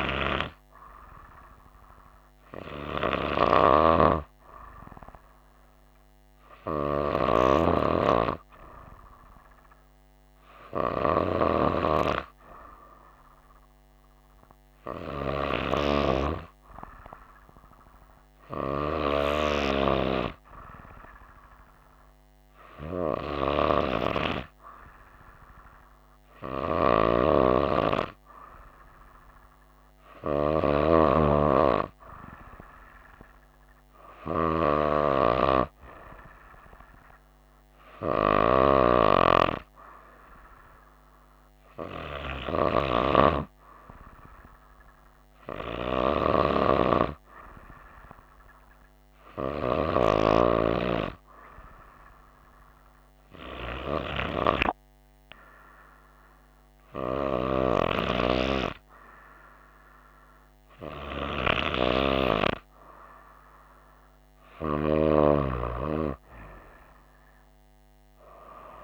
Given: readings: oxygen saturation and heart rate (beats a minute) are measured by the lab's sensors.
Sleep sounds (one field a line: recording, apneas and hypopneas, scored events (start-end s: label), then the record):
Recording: breathing in sleep by a microphone on the trachea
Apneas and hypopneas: none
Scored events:
none scored
From the record:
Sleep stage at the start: N2 (light sleep)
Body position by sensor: on the right side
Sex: female